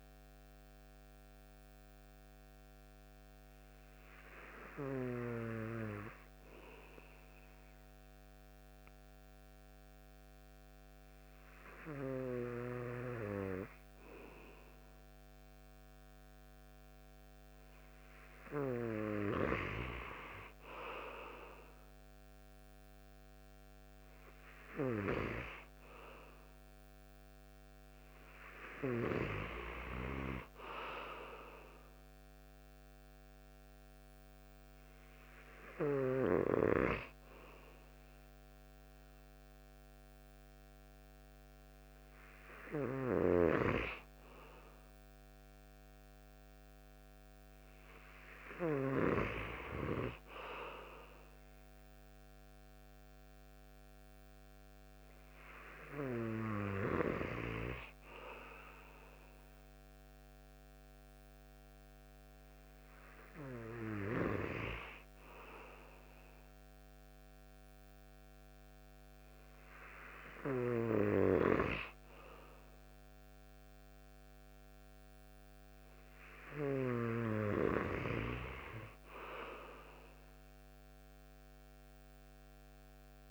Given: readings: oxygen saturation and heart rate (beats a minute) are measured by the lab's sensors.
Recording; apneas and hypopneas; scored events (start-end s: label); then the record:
breathing in sleep by a microphone on the trachea; none
none scored
From the record:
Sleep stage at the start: N2 (light sleep); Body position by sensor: on the right side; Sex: male